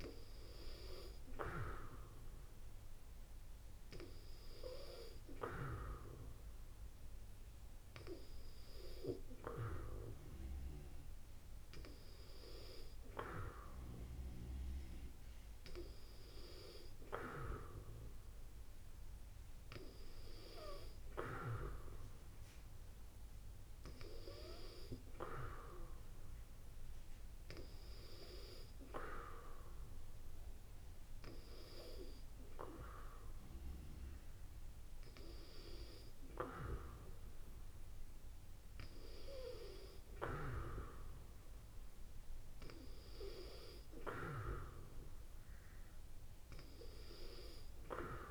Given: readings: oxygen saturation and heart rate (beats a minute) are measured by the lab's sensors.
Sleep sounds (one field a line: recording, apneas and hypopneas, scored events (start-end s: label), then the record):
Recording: breathing in sleep by a room microphone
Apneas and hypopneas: none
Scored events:
none scored
From the record:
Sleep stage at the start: N2 (light sleep)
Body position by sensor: on the back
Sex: female